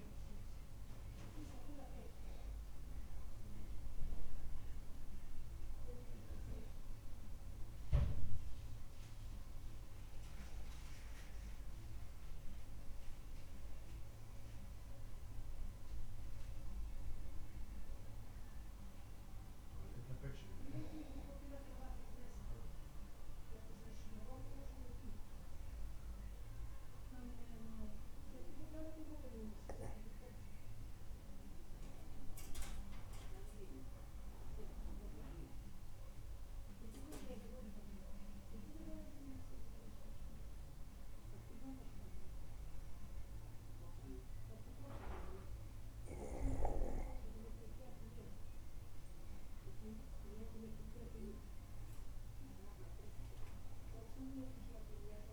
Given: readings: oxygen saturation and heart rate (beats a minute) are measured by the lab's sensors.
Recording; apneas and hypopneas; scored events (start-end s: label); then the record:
breathing in sleep by a room microphone; none
none scored
From the record:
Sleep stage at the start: N2 (light sleep); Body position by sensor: on the back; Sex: male